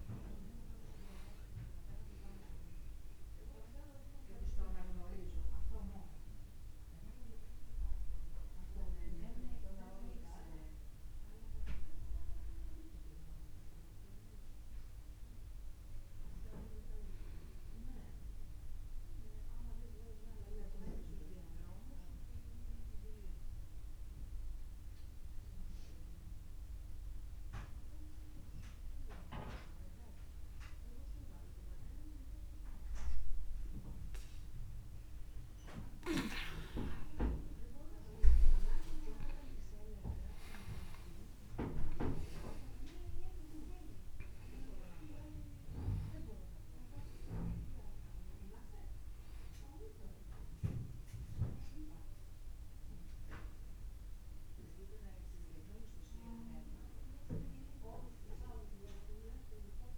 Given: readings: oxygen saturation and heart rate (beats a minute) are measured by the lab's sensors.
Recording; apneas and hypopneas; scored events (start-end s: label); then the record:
breathing in sleep by a room microphone; 1
0.00-6.50 s: oxygen desaturation (device-marked, oxygen 94% lowest, heart rate 26 extreme)
11.50-14.50 s: arousal
17.50-35.50 s: obstructive apnea (oxygen 98% before, 91% lowest, heart rate 53 before, 26 extreme, up 34 after)
36.50-59.98 s: oxygen desaturation (device-marked, oxygen 98% before, 91% lowest)
37.50-42.00 s: arousal
From the record:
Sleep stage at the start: N2 (light sleep); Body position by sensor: on the back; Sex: male